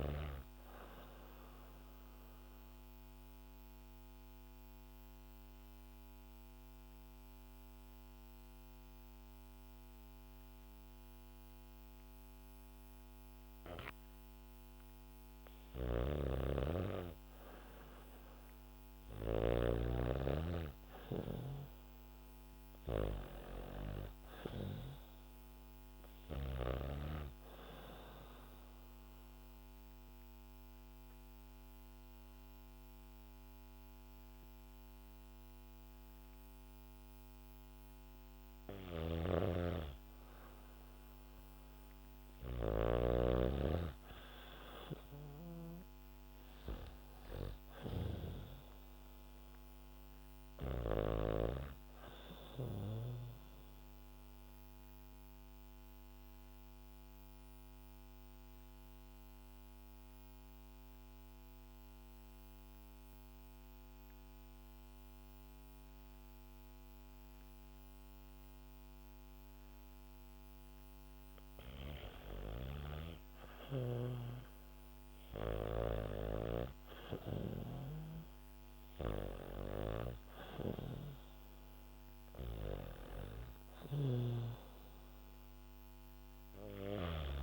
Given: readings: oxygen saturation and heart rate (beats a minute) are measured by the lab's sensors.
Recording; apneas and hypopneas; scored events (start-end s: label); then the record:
breathing in sleep by a microphone on the trachea; 3
0.00-13.50 s: oxygen desaturation (device-marked, oxygen 92% lowest, heart rate 58 extreme)
0.50-16.00 s: mixed apnea (oxygen 96% before, 92% lowest, heart rate 66 before, 58 extreme, up 11 after)
2.50-5.50 s: bradycardia (device-marked, heart rate 71 before, 60 extreme)
15.00-19.00 s: snoring (device-marked)
15.50-40.50 s: oxygen desaturation (device-marked, oxygen 98% before, 93% lowest, heart rate 65 before, 67 extreme)
18.50-23.00 s: arousal
27.50-41.50 s: obstructive apnea (oxygen 98% before, 90% lowest, heart rate 67 before, 67 extreme, up 1 after)
38.00-42.50 s: snoring (device-marked)
44.00-47.00 s: arousal
49.50-61.50 s: oxygen desaturation (device-marked, oxygen 97% before, 93% lowest, heart rate 69 before, 67 extreme)
54.00-70.50 s: obstructive apnea (oxygen 97% before, 88% lowest, heart rate 70 before, 67 extreme, up 1 after)
72.50-87.42 s: oxygen desaturation (device-marked, oxygen 97% before, 90% lowest, heart rate 68 before, 57 extreme)
73.00-76.50 s: arousal
83.00-86.50 s: snoring (device-marked)
From the record:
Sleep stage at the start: N2 (light sleep); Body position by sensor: on the back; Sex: female